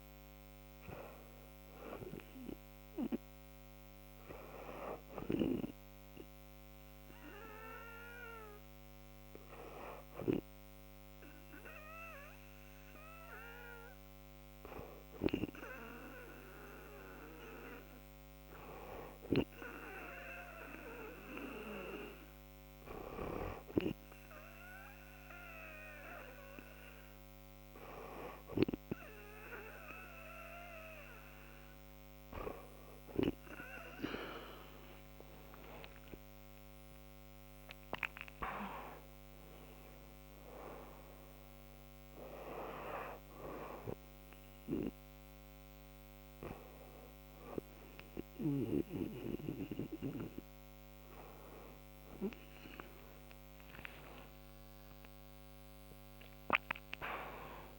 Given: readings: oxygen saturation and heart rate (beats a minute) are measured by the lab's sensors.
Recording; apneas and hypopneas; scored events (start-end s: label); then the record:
breathing in sleep by a microphone on the trachea; 1
4.50-11.50 s: oxygen desaturation (device-marked, oxygen 97% before, 93% lowest, heart rate 70 before, 70 extreme)
19.50-31.00 s: hypopnea (oxygen 97% before, 93% lowest, heart rate 72 before, 68 extreme, up 8 after)
34.50-37.50 s: arousal
53.50-57.50 s: arousal
From the record:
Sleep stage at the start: N2 (light sleep); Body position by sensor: on the back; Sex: female